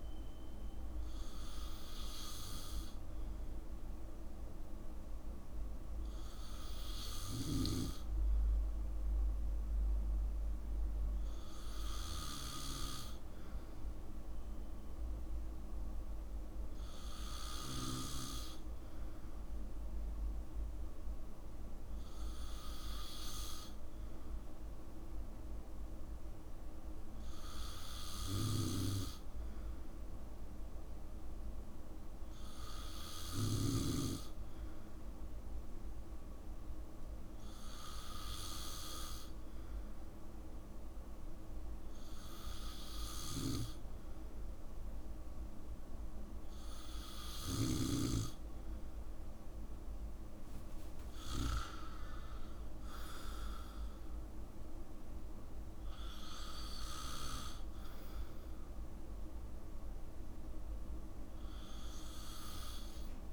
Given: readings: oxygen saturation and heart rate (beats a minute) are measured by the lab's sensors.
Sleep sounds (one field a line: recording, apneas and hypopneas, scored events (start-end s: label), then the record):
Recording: breathing in sleep by a room microphone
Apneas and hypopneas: none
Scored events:
51.00-53.00 s: long interval between heartbeats (device-marked, heart rate 63 before, 87 extreme)
From the record:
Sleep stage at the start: N2 (light sleep)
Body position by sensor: on the back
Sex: male